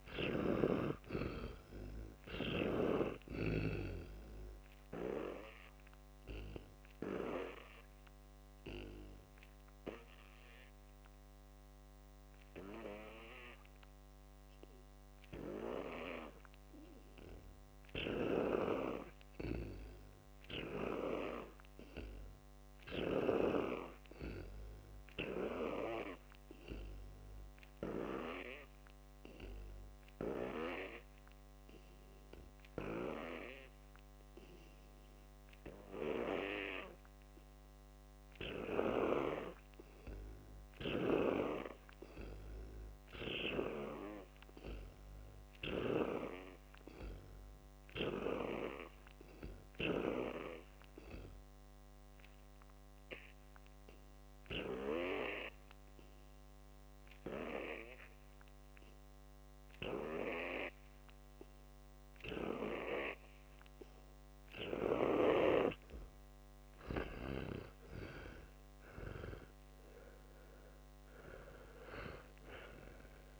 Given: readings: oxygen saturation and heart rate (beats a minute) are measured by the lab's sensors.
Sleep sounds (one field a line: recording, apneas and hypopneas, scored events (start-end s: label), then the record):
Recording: breathing in sleep by a microphone on the trachea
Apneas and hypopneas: 2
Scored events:
0.00-4.00 s: snoring (device-marked)
4.50-32.50 s: oxygen desaturation (device-marked, oxygen 99% before, 83% lowest, heart rate 66 before, 60 extreme)
5.50-17.50 s: obstructive apnea (oxygen 99% before, 83% lowest, heart rate 66 before, 61 extreme, up 15 after)
18.00-23.50 s: snoring (device-marked)
20.50-23.50 s: arousal
48.00-51.00 s: arousal
54.00-67.50 s: obstructive apnea (oxygen 94% before, 87% lowest, heart rate 72 before, 58 extreme, up 20 after)
65.50-73.40 s: oxygen desaturation (device-marked, oxygen 94% before, 87% lowest, heart rate 70 before, 62 extreme)
From the record:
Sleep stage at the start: N2 (light sleep)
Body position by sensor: on the back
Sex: male